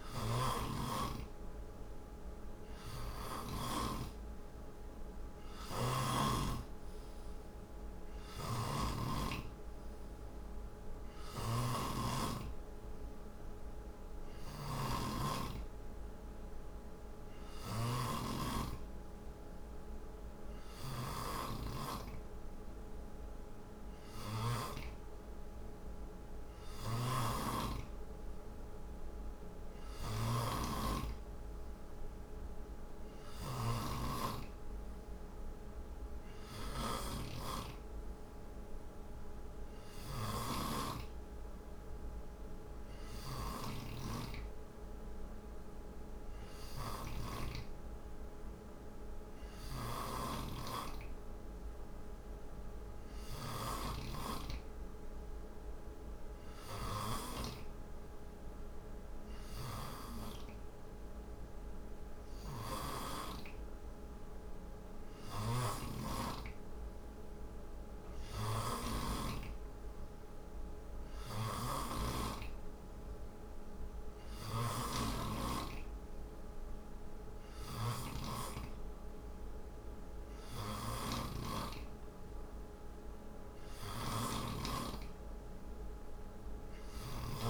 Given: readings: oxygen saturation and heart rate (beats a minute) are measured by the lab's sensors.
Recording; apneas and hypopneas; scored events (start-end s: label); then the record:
breathing in sleep by a room microphone; none
0.00-3.00 s: snoring (device-marked)
0.00-7.50 s: oxygen desaturation (device-marked, oxygen 90% lowest, heart rate 60 extreme)
5.00-57.00 s: snoring (device-marked)
59.00-87.49 s: snoring (device-marked)
From the record:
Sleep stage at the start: N2 (light sleep); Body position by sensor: on the right side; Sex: male